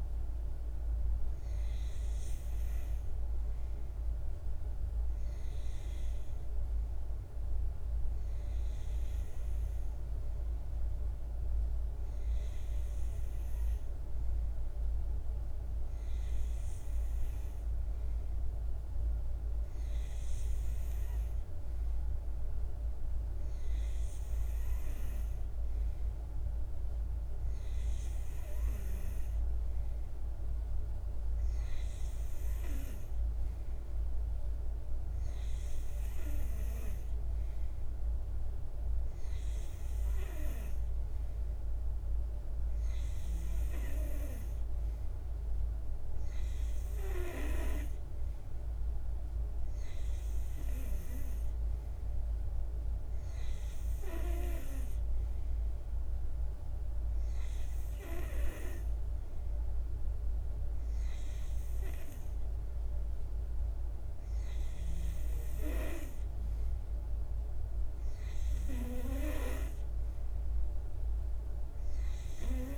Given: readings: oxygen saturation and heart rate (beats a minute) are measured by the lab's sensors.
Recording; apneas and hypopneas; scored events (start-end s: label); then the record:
breathing in sleep by a room microphone; none
none scored
From the record:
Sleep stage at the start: N2 (light sleep); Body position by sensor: on the back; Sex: male